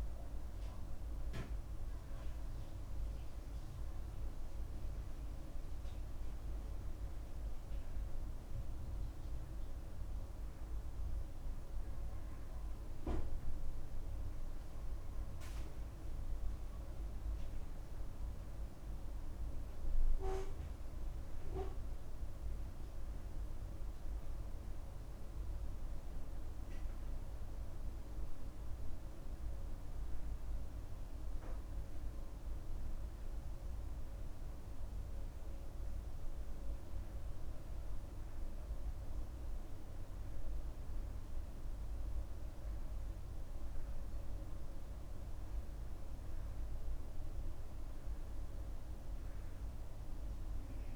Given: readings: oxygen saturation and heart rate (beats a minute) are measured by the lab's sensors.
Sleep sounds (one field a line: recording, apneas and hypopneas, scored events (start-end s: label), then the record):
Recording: breathing in sleep, hard to hear, by a room microphone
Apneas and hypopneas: none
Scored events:
none scored
From the record:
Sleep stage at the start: N2 (light sleep)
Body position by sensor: on the back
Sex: male